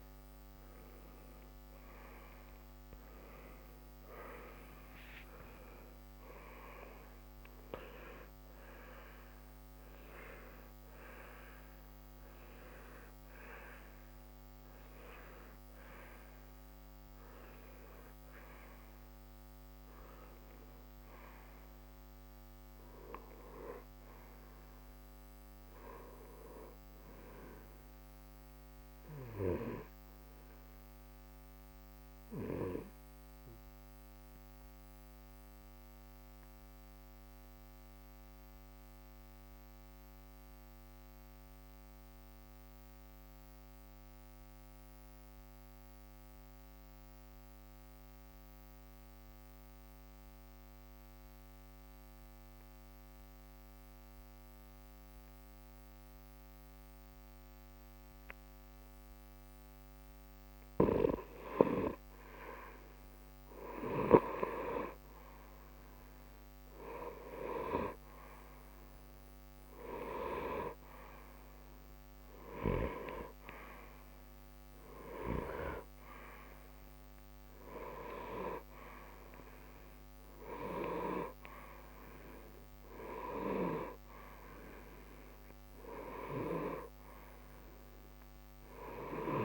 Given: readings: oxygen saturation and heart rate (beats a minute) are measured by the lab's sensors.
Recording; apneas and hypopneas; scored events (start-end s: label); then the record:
breathing in sleep by a microphone on the trachea; 1
29.00-60.50 s: obstructive apnea (oxygen 93% before, 89% lowest, heart rate 62 before, 61 extreme, up 0 after)
58.00-89.45 s: oxygen desaturation (device-marked, oxygen 96% before, 89% lowest, heart rate 61 before, 61 extreme)
63.00-66.50 s: arousal
From the record:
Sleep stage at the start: N2 (light sleep); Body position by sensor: on the right side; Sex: male